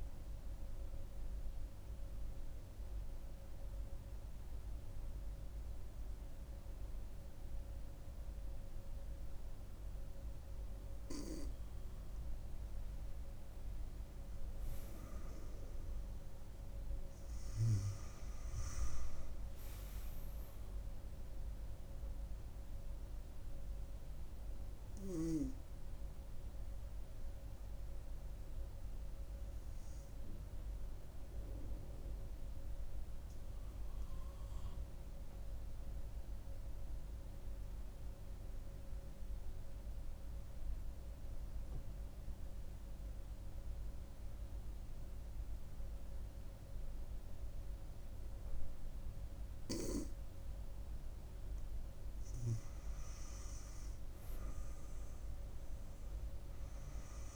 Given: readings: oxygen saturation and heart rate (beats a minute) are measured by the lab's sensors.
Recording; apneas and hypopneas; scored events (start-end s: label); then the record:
breathing in sleep, hard to hear, by a room microphone; 1
21.00-25.50 s: arousal
35.50-51.00 s: obstructive apnea (oxygen 98% before, 94% lowest, heart rate 68 before, 63 extreme, up 5 after)
54.50-57.36 s: arousal
From the record:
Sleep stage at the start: N2 (light sleep); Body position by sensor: on the front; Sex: female